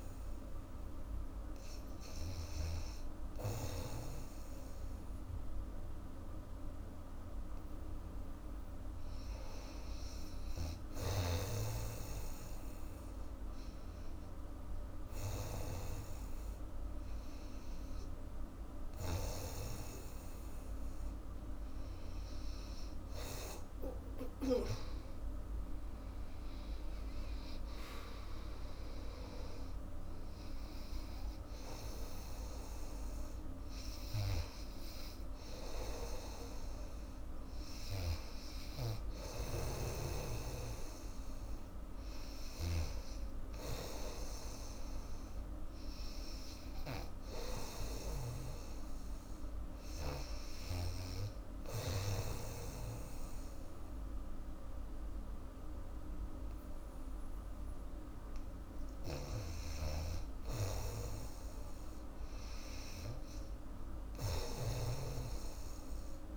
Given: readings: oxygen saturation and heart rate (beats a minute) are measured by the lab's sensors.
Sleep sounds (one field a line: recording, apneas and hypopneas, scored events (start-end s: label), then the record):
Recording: breathing in sleep by a room microphone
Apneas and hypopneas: none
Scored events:
0.00-4.00 s: snoring (device-marked)
39.00-48.50 s: snoring (device-marked)
57.50-66.37 s: oxygen desaturation (device-marked, oxygen 98% before, 90% lowest, heart rate 87 before, 65 extreme)
59.00-66.37 s: snoring (device-marked)
From the record:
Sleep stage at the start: REM sleep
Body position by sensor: on the back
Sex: female